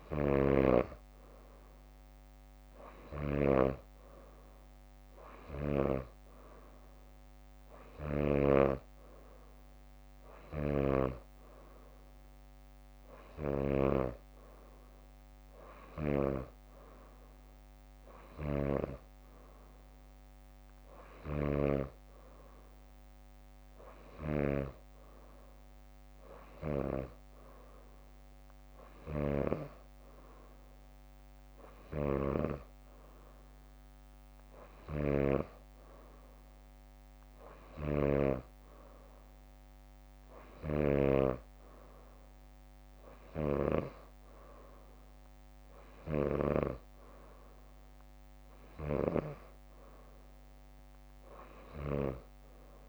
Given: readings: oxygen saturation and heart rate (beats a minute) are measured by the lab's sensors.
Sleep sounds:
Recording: breathing in sleep by a microphone on the trachea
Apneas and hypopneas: none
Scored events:
0.00-2.00 s: leg movement (device-marked)
10.50-14.00 s: snoring (device-marked)
27.00-29.00 s: bradycardia (device-marked, heart rate 65 before, 61 extreme)
38.00-40.00 s: bradycardia (device-marked, heart rate 65 before, 61 extreme)
From the record:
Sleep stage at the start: N2 (light sleep)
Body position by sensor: on the back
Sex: female

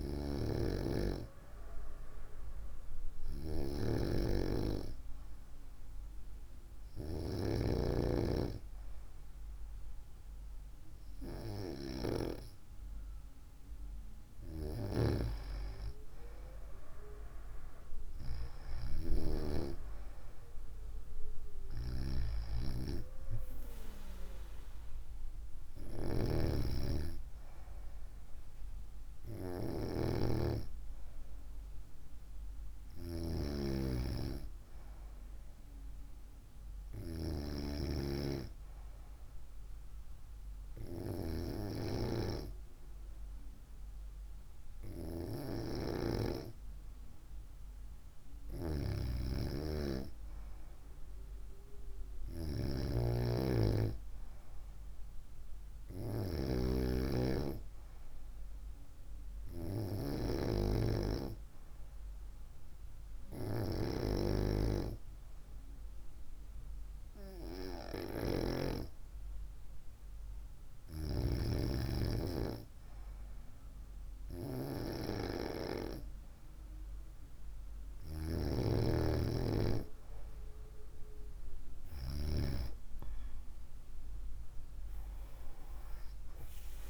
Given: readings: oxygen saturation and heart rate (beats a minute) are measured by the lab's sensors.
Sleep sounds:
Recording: breathing in sleep by a room microphone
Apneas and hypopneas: none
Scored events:
none scored
From the record:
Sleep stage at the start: N2 (light sleep)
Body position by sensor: on the right side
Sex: female

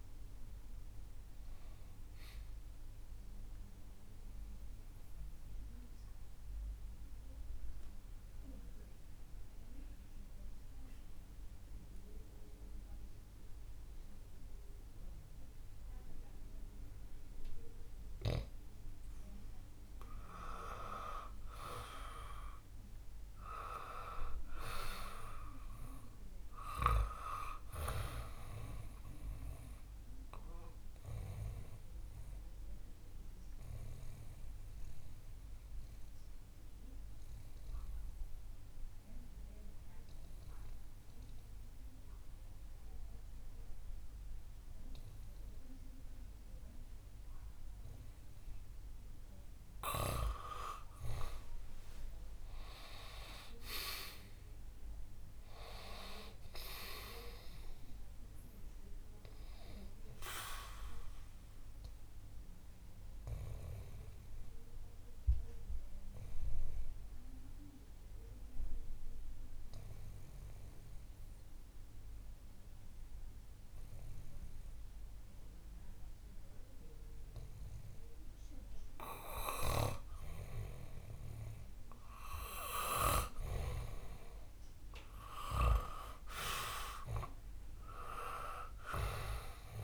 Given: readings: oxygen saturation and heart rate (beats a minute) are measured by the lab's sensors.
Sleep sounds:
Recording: a person partly awake in a sleep study, by a room microphone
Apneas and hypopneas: 3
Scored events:
0.50-30.50 s: new sleep stage, N1 (lightest sleep)
4.00-19.00 s: mixed apnea (oxygen 97% before, 92% lowest, heart rate 81 before, 63 extreme, up 3 after)
21.00-25.00 s: arousal
25.50-45.50 s: oxygen desaturation (device-marked, oxygen 100% before, 92% lowest, heart rate 65 before, 62 extreme)
30.50-89.84 s: new sleep stage, N2 (light sleep)
31.50-49.00 s: mixed apnea (oxygen 100% before, 90% lowest, heart rate 65 before, 62 extreme, up 4 after)
52.00-56.00 s: arousal
55.50-77.50 s: oxygen desaturation (device-marked, oxygen 99% before, 92% lowest, heart rate 68 before, 62 extreme)
62.00-81.50 s: obstructive apnea (oxygen 99% before, 90% lowest, heart rate 68 before, 61 extreme, up 6 after)
83.50-87.50 s: arousal
86.50-89.84 s: oxygen desaturation (device-marked, oxygen 98% before, 90% lowest, heart rate 65 before, 61 extreme)
From the record:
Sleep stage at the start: awake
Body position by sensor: on the back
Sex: male

